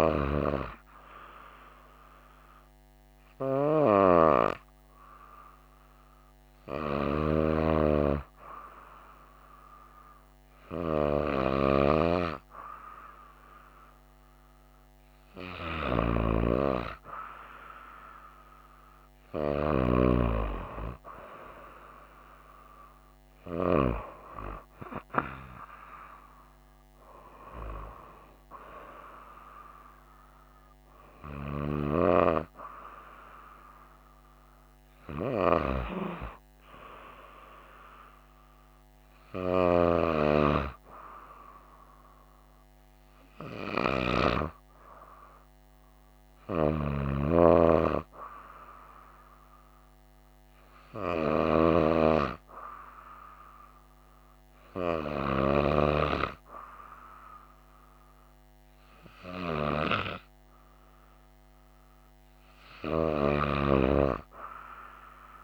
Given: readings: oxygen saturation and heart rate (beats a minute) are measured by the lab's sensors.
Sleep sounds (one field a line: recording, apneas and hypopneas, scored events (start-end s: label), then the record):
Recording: breathing in sleep by a microphone on the trachea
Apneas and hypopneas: none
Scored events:
none scored
From the record:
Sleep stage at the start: N2 (light sleep)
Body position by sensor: on the right side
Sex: female